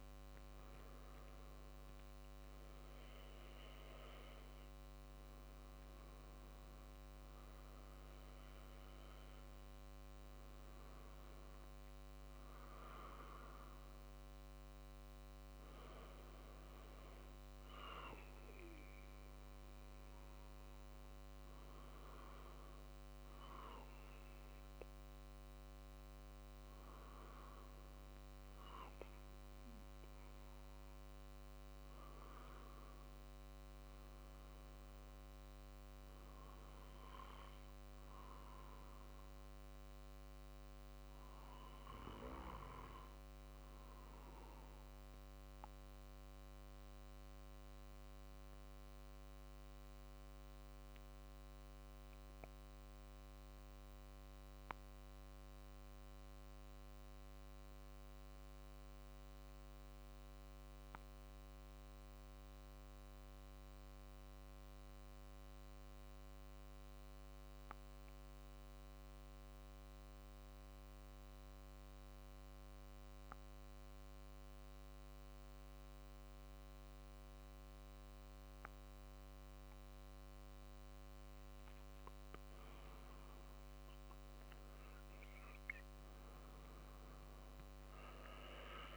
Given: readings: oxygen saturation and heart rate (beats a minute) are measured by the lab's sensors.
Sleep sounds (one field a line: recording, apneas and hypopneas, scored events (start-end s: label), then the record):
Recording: breathing in sleep, hard to hear, by a microphone on the trachea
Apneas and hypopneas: 1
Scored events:
0.00-14.00 s: drop in pulse transit time (device-marked, heart rate 49 extreme)
24.00-61.00 s: oxygen desaturation (device-marked, oxygen 95% before, 87% lowest, heart rate 49 before, 46 extreme)
44.50-80.50 s: obstructive apnea (oxygen 95% before, 87% lowest, heart rate 48 before, 47 extreme, up 4 after)
53.00-88.97 s: new sleep stage, N2 (light sleep)
81.50-85.50 s: arousal
87.00-88.97 s: drop in pulse transit time (device-marked, heart rate 48 before, 50 extreme)
From the record:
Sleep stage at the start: REM sleep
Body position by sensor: on the back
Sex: male